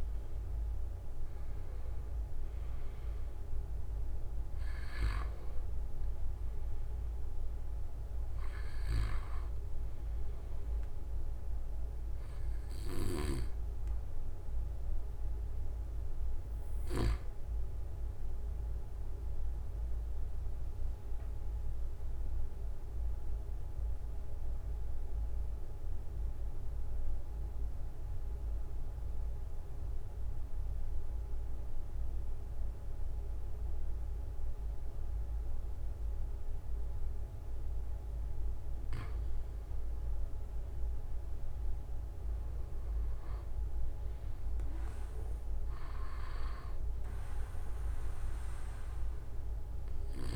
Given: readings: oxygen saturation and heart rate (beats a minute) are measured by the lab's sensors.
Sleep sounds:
breathing in sleep by a room microphone; 1
5.00-7.00 s: long interval between heartbeats (device-marked, heart rate 46 before, 30 extreme)
14.00-29.00 s: oxygen desaturation (device-marked, oxygen 95% before, 92% lowest)
18.00-38.00 s: obstructive apnea (oxygen 97% before, 92% lowest)
19.00-21.00 s: long interval between heartbeats (device-marked, heart rate 37 before, 46 extreme)
30.00-32.00 s: long interval between heartbeats (device-marked, heart rate 38 before, 45 extreme)
39.00-41.00 s: long interval between heartbeats (device-marked, heart rate 39 before, 46 extreme)
40.00-44.00 s: arousal
42.00-44.00 s: long interval between heartbeats (device-marked, heart rate 39 before, 45 extreme)
From the record:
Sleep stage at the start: N2 (light sleep); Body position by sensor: on the right side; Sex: male

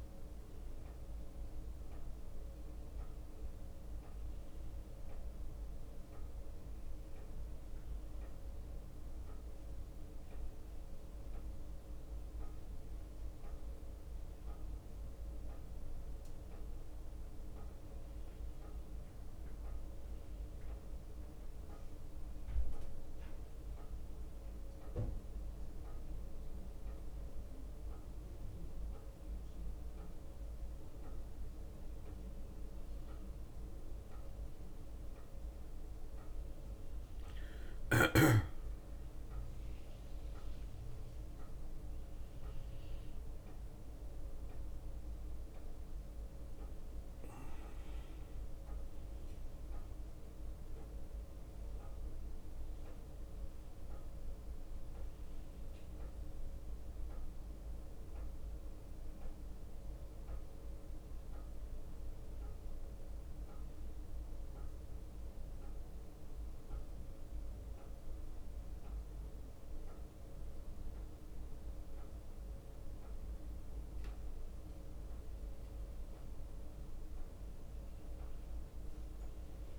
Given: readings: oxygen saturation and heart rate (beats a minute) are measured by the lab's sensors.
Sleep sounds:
breathing in sleep, hard to hear, by a room microphone; none
37.50-39.00 s: leg movement (device-marked)
From the record:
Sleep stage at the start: N1 (lightest sleep); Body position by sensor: on the back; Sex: male

